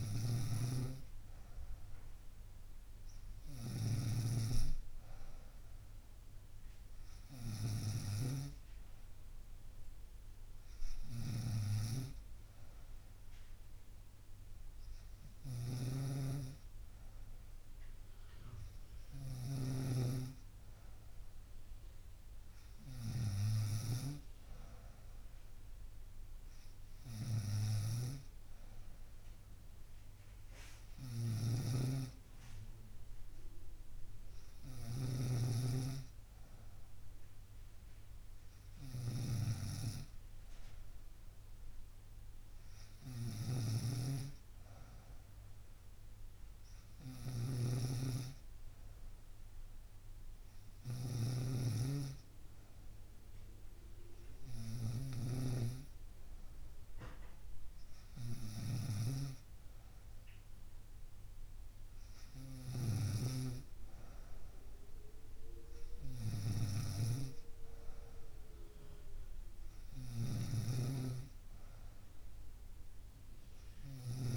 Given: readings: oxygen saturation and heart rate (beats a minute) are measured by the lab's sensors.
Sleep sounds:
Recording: breathing in sleep by a room microphone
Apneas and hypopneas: none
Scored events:
0.00-74.37 s: snoring (device-marked)
From the record:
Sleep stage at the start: N3 (deep sleep)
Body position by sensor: on the right side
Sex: female

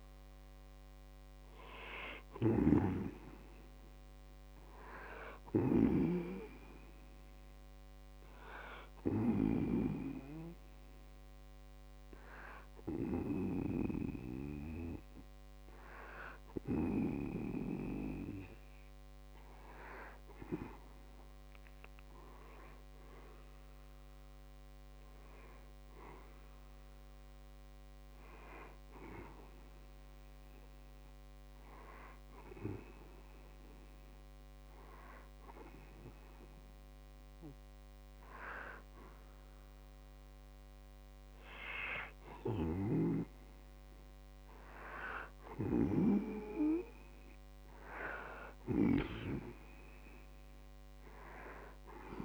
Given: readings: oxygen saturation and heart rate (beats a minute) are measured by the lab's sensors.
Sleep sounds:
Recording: breathing in sleep by a microphone on the trachea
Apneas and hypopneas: 2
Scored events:
0.00-3.50 s: arousal
2.00-9.00 s: snoring (device-marked)
7.50-17.50 s: hypopnea (oxygen 96% before, 92% lowest, heart rate 62 before, 60 extreme, up 5 after)
22.50-26.00 s: arousal
28.00-38.50 s: hypopnea (oxygen 96% before, 91% lowest, heart rate 62 before, 60 extreme, up 0 after)
41.50-44.50 s: arousal
42.00-45.50 s: snoring (device-marked)
From the record:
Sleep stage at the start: N2 (light sleep)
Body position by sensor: on the back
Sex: male

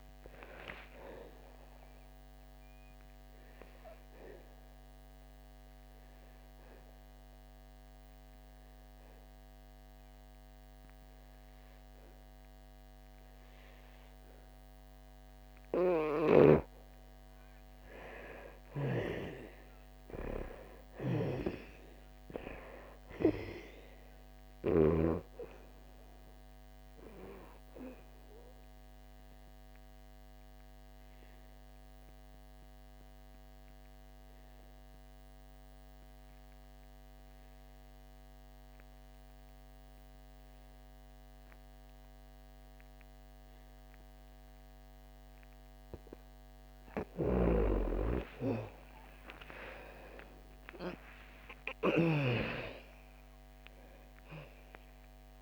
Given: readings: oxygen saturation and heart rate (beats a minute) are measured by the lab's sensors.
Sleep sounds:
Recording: breathing in sleep by a microphone on the trachea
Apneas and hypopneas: 2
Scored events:
0.00-2.00 s: oxygen desaturation (device-marked, oxygen 85% lowest)
3.00-17.00 s: obstructive apnea (oxygen 97% before, 83% lowest, heart rate 32 before, 61 extreme, up 7 after)
18.50-22.00 s: arousal
18.50-25.00 s: snoring (device-marked)
21.00-34.00 s: oxygen desaturation (device-marked, oxygen 97% before, 85% lowest, heart rate 67 before, 61 extreme)
29.00-45.00 s: obstructive apnea (oxygen 98% before, 83% lowest, heart rate 70 before, 58 extreme, up 32 after)
43.00-55.41 s: oxygen desaturation (device-marked, oxygen 98% before, 83% lowest, heart rate 69 before, 58 extreme)
47.00-52.00 s: snoring (device-marked)
48.00-52.50 s: arousal
From the record:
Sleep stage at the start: N2 (light sleep)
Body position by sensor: on the back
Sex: female

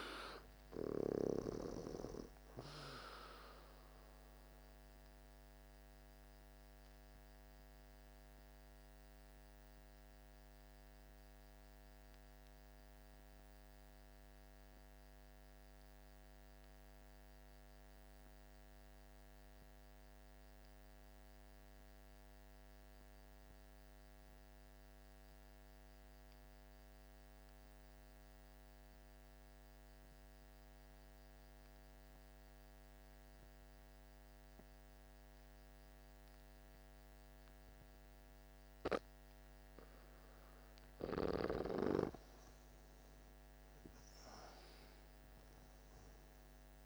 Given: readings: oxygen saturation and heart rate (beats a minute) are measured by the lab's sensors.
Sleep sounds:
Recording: breathing in sleep by a microphone on the trachea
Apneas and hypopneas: 1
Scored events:
0.00-19.00 s: oxygen desaturation (device-marked, oxygen 86% lowest, heart rate 48 extreme)
7.00-40.50 s: obstructive apnea (oxygen 98% before, 84% lowest, heart rate 58 before, 48 extreme, up 12 after)
34.00-46.86 s: oxygen desaturation (device-marked, oxygen 99% before, 84% lowest, heart rate 51 before, 50 extreme)
42.50-46.86 s: arousal
From the record:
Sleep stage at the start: N2 (light sleep)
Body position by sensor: on the back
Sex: male

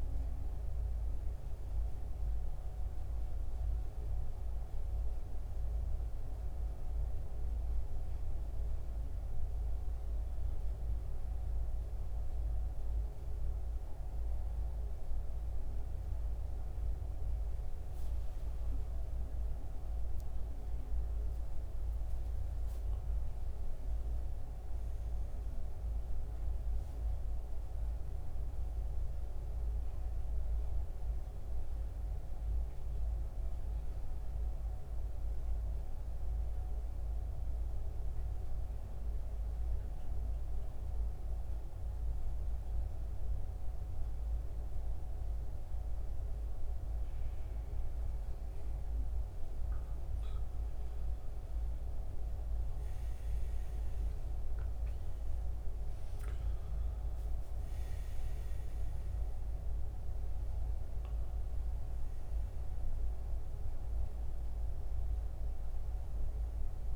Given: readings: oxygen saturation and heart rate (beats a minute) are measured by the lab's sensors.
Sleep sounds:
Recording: breathing in sleep, hard to hear, by a room microphone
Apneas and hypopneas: 2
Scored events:
0.00-7.50 s: oxygen desaturation (device-marked, oxygen 88% lowest, heart rate 67 extreme)
5.50-20.00 s: hypopnea (oxygen 94% before, 87% lowest, heart rate 74 before, 66 extreme, up 7 after)
21.50-25.50 s: arousal
31.50-66.96 s: new sleep stage, N2 (light sleep)
34.00-49.00 s: central apnea (oxygen 96% before, 87% lowest, heart rate 71 before, 66 extreme, up 13 after)
51.50-55.00 s: arousal
53.50-66.96 s: oxygen desaturation (device-marked, oxygen 92% before, 87% lowest, heart rate 68 before, 64 extreme)
From the record:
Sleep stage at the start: N1 (lightest sleep)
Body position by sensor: on the back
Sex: male

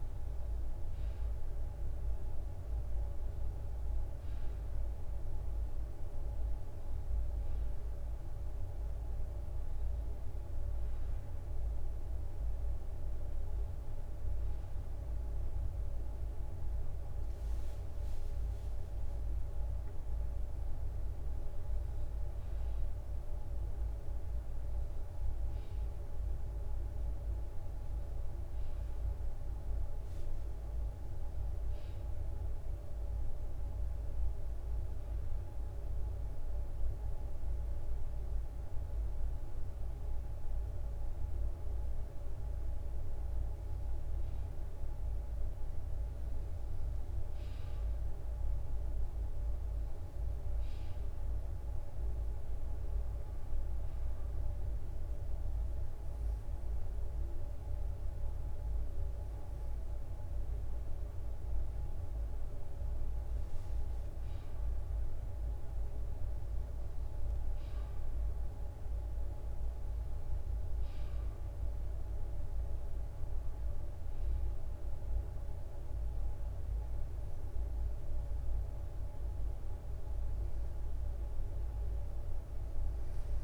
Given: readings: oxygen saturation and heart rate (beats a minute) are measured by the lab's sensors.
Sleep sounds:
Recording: breathing in sleep, hard to hear, by a room microphone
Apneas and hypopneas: 2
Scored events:
18.50-22.50 s: arousal
20.50-83.44 s: new sleep stage, N2 (light sleep)
35.00-45.00 s: obstructive apnea (oxygen 94% before, 92% lowest, heart rate 67 before, 62 extreme, up 1 after)
47.50-51.50 s: arousal
53.50-63.50 s: obstructive apnea (oxygen 94% before, 92% lowest, heart rate 64 before, 62 extreme, up 4 after)
65.50-69.00 s: arousal
From the record:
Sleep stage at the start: N1 (lightest sleep)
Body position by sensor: on the right side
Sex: male

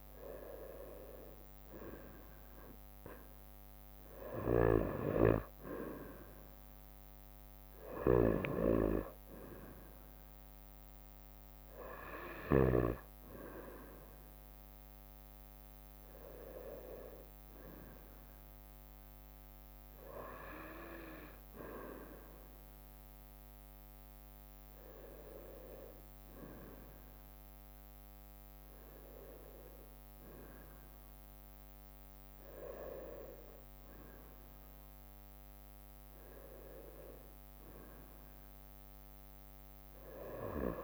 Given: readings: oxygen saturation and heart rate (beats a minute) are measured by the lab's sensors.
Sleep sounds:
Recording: breathing in sleep by a microphone on the trachea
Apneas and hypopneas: none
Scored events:
8.00-13.00 s: snoring (device-marked)
From the record:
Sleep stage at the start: N1 (lightest sleep)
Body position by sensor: on the right side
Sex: female

